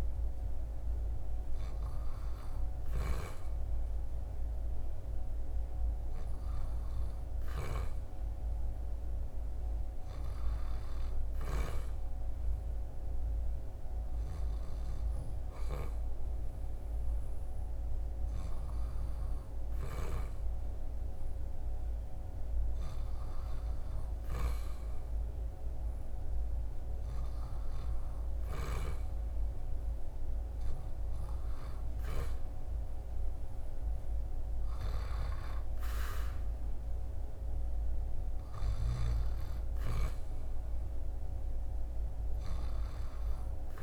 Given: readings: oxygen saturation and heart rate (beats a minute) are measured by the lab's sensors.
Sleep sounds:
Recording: breathing in sleep by a room microphone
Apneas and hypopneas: none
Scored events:
none scored
From the record:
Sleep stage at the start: REM sleep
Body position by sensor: on the back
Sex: male

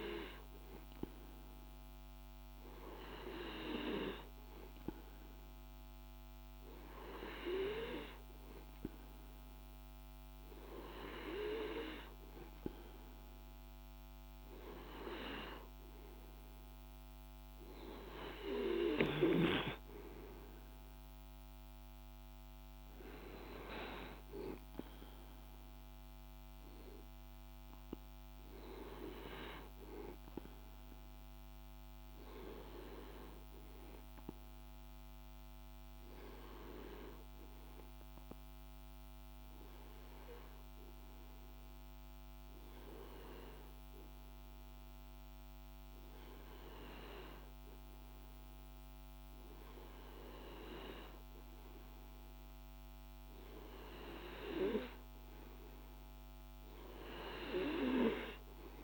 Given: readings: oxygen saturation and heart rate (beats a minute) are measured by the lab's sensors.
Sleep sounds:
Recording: breathing in sleep by a microphone on the trachea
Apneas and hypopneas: none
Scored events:
none scored
From the record:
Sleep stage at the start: N2 (light sleep)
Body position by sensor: on the back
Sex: male

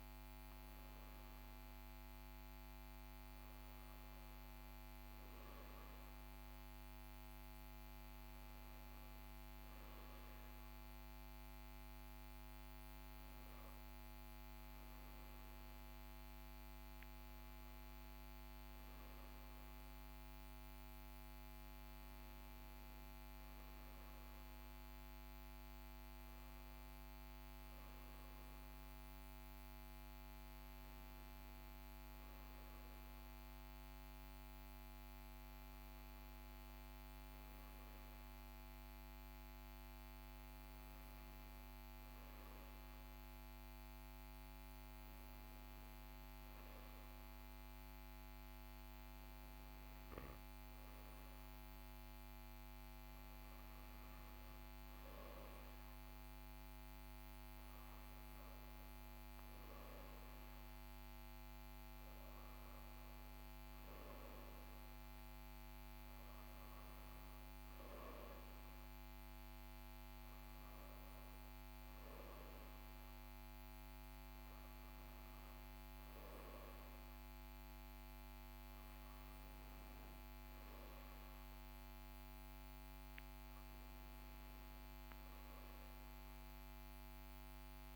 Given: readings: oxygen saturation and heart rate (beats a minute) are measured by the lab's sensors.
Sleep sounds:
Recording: breathing in sleep, hard to hear, by a microphone on the trachea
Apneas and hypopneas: none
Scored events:
35.50-87.96 s: new sleep stage, REM sleep
From the record:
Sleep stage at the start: N2 (light sleep)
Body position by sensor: on the back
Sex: male

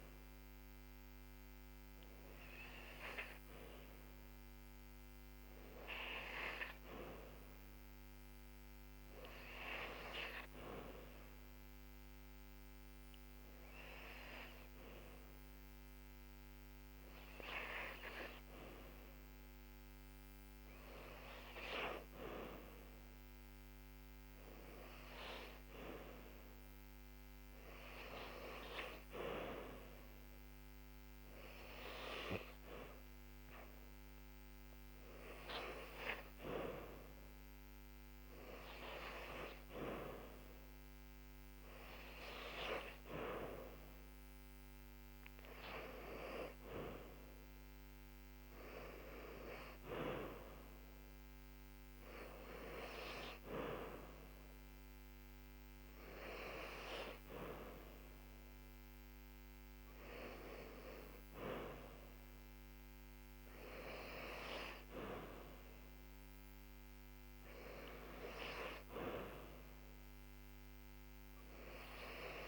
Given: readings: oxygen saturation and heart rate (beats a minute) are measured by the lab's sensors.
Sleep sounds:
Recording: breathing in sleep by a microphone on the trachea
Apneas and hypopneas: 1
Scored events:
4.50-18.00 s: hypopnea (oxygen 96% before, 94% lowest, heart rate 74 before, 69 extreme, up 2 after)
18.50-22.00 s: arousal
From the record:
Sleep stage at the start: N2 (light sleep)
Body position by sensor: on the back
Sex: female

